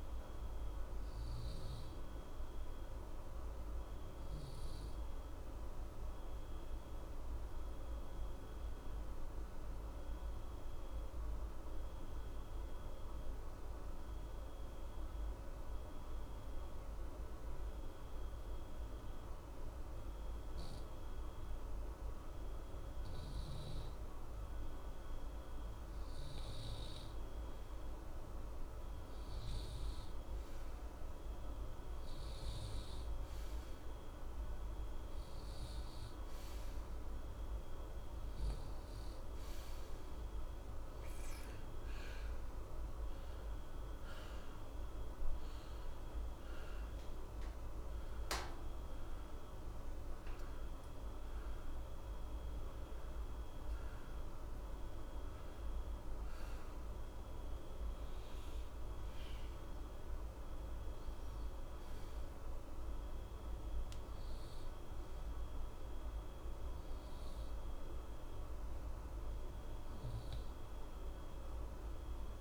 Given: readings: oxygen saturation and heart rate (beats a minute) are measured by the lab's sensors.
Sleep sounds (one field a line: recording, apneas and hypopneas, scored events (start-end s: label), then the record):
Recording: breathing in sleep, hard to hear, by a room microphone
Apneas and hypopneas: 1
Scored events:
0.00-7.00 s: oxygen desaturation (device-marked, oxygen 89% lowest, heart rate 60 extreme)
1.00-23.00 s: obstructive apnea (oxygen 94% before, 89% lowest, heart rate 60 before, 60 extreme, up 0 after)
24.50-28.00 s: arousal
41.00-72.41 s: oxygen desaturation (device-marked, oxygen 93% before, 89% lowest, heart rate 60 before, 60 extreme)
From the record:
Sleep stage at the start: N2 (light sleep)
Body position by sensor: on the right side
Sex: male